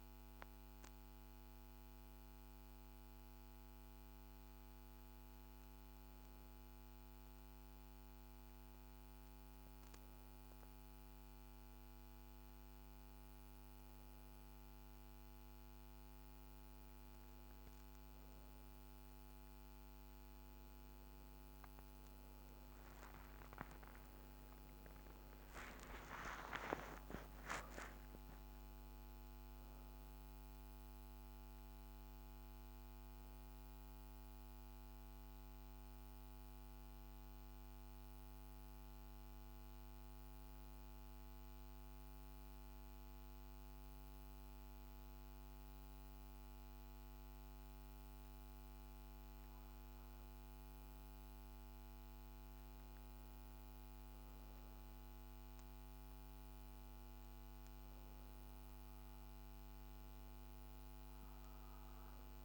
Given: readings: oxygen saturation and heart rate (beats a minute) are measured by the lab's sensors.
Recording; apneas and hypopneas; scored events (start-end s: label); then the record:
breathing in sleep, hard to hear, by a microphone on the trachea; 2
1.50-15.00 s: hypopnea (oxygen 97% before, 89% lowest, heart rate 91 before, 53 extreme, up 4 after)
16.00-43.00 s: oxygen desaturation (device-marked, oxygen 96% before, 91% lowest, heart rate 53 before, 53 extreme)
18.00-23.50 s: arousal
41.00-53.00 s: hypopnea (oxygen 96% before, 88% lowest, heart rate 72 before, 54 extreme, up 5 after)
53.00-62.45 s: oxygen desaturation (device-marked, oxygen 97% before, 89% lowest, heart rate 54 before, 54 extreme)
From the record:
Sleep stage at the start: N1 (lightest sleep); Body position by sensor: on the back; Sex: female